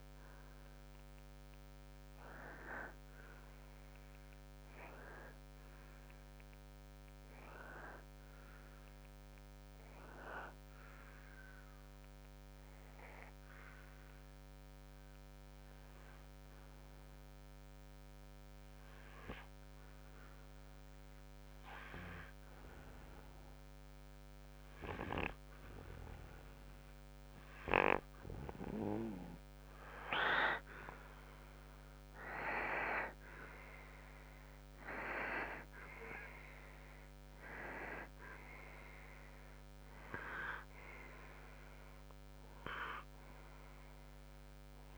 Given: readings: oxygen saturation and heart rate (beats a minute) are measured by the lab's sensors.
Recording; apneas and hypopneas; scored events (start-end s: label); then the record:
breathing in sleep by a microphone on the trachea; 1
0.00-1.00 s: arousal
0.00-10.00 s: oxygen desaturation (device-marked, oxygen 91% lowest, heart rate 57 extreme)
3.50-29.50 s: hypopnea (oxygen 96% before, 91% lowest, heart rate 63 before, 59 extreme, up 7 after)
33.50-37.00 s: arousal
36.00-44.98 s: oxygen desaturation (device-marked, oxygen 95% before, 91% lowest, heart rate 61 before, 60 extreme)
From the record:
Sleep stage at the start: N2 (light sleep); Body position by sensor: on the right side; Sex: male